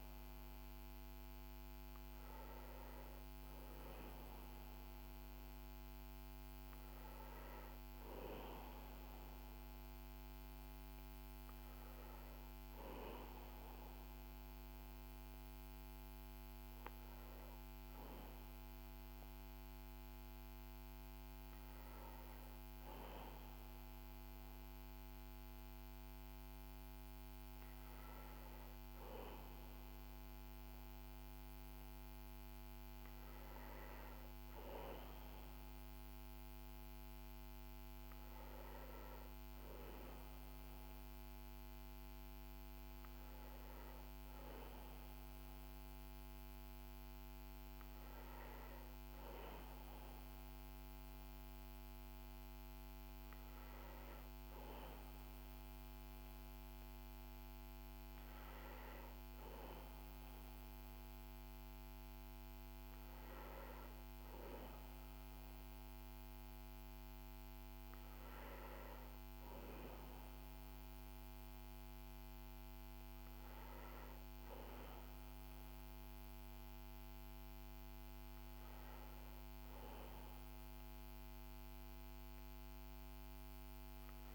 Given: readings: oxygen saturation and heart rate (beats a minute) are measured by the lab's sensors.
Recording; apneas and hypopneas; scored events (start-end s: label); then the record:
breathing in sleep, hard to hear, by a microphone on the trachea; none
none scored
From the record:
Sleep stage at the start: N1 (lightest sleep); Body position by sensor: on the back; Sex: male